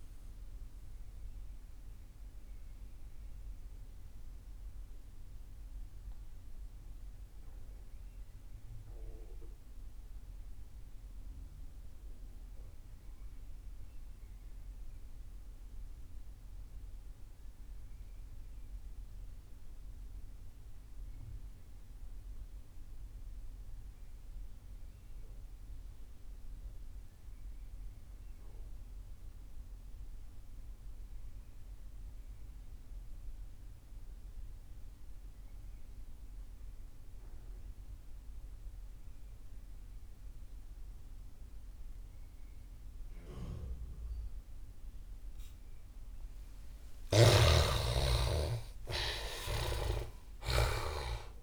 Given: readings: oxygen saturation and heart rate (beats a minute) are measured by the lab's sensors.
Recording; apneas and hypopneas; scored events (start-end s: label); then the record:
breathing in sleep by a room microphone; 1
0.00-14.50 s: oxygen desaturation (device-marked, oxygen 78% lowest)
1.50-45.50 s: mixed apnea (oxygen 98% before, 74% lowest)
35.50-51.43 s: oxygen desaturation (device-marked, oxygen 97% before, 74% lowest)
46.50-49.50 s: arousal
46.50-51.43 s: snoring (device-marked)
From the record:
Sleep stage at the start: REM sleep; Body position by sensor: on the back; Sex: male